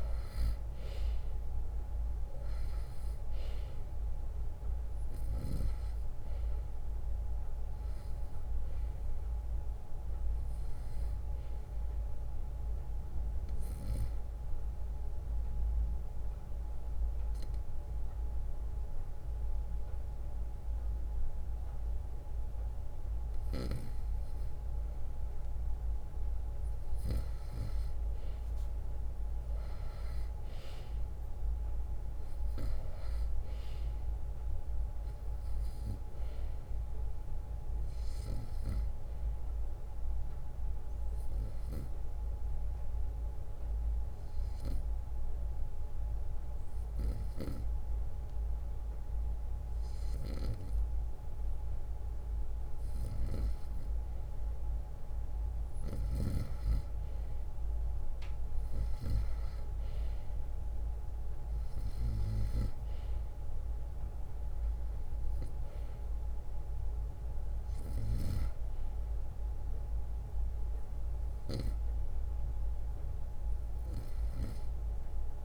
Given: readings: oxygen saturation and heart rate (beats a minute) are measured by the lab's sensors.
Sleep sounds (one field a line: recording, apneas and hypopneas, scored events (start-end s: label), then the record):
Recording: breathing in sleep by a room microphone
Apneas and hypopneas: 2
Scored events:
3.00-27.00 s: oxygen desaturation (device-marked, oxygen 96% before, 90% lowest, heart rate 62 before, 61 extreme)
3.50-5.50 s: long interval between heartbeats (device-marked, heart rate 62 before, 67 extreme)
5.00-21.00 s: drop in pulse transit time (device-marked, heart rate 63 before, 61 extreme)
10.00-12.00 s: long interval between heartbeats (device-marked, heart rate 63 before, 67 extreme)
15.00-25.50 s: obstructive apnea (oxygen 96% before, 90% lowest, heart rate 65 before, 61 extreme, up 2 after)
28.50-33.00 s: arousal
35.00-46.00 s: drop in pulse transit time (device-marked, heart rate 63 before, 63 extreme)
36.00-38.00 s: long interval between heartbeats (device-marked, heart rate 63 before, 69 extreme)
39.00-57.00 s: oxygen desaturation (device-marked, oxygen 96% before, 90% lowest, heart rate 64 before, 61 extreme)
40.50-53.00 s: obstructive apnea (oxygen 96% before, 90% lowest, heart rate 64 before, 61 extreme, up 1 after)
57.50-61.50 s: arousal
64.00-75.45 s: oxygen desaturation (device-marked, oxygen 96% before, 91% lowest, heart rate 63 before, 63 extreme)
From the record:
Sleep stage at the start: N2 (light sleep)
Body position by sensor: on the right side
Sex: male